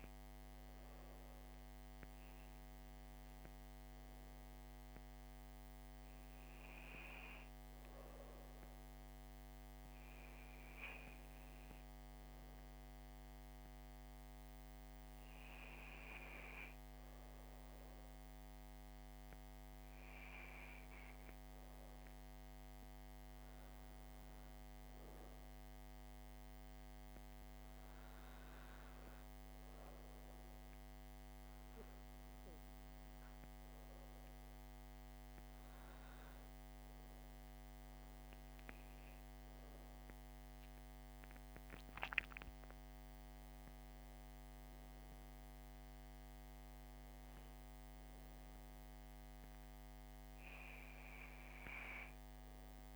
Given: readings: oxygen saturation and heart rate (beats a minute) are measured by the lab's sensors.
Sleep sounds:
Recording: breathing in sleep, hard to hear, by a microphone on the trachea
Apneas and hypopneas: none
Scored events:
none scored
From the record:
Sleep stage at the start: N2 (light sleep)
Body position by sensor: on the back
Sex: female

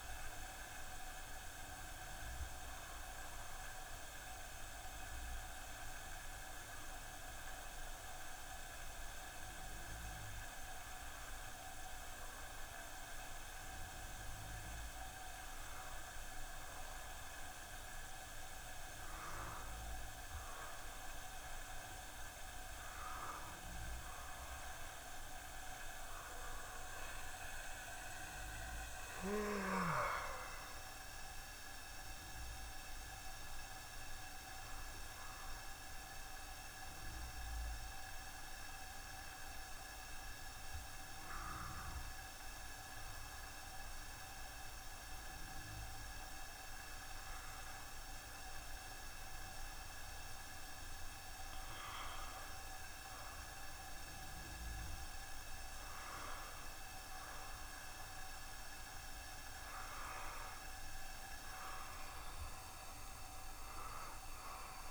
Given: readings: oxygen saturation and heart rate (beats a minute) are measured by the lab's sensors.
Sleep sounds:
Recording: breathing in sleep, hard to hear, by a room microphone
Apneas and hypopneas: 1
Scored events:
25.50-42.00 s: hypopnea (oxygen 95% before, 91% lowest, heart rate 68 before, 68 extreme, up 0 after)
27.50-46.50 s: oxygen desaturation (device-marked, oxygen 95% before, 91% lowest, heart rate 68 before, 68 extreme)
62.50-64.91 s: arousal
From the record:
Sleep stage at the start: N1 (lightest sleep)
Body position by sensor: on the back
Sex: male

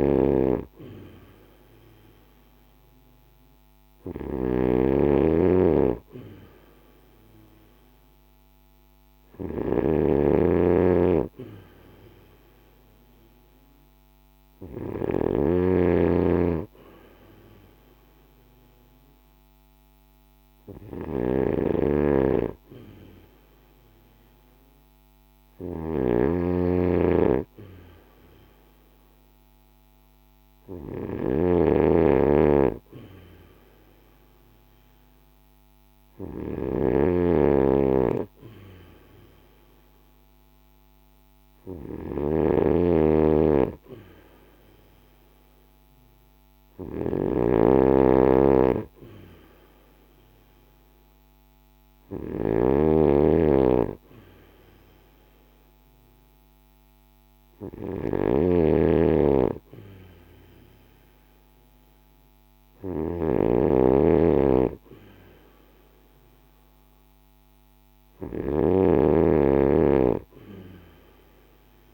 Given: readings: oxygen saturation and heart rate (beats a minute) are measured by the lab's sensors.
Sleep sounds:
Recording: breathing in sleep by a microphone on the trachea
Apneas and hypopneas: none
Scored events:
0.00-71.94 s: snoring (device-marked)
From the record:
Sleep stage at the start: N2 (light sleep)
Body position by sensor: on the right side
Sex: male

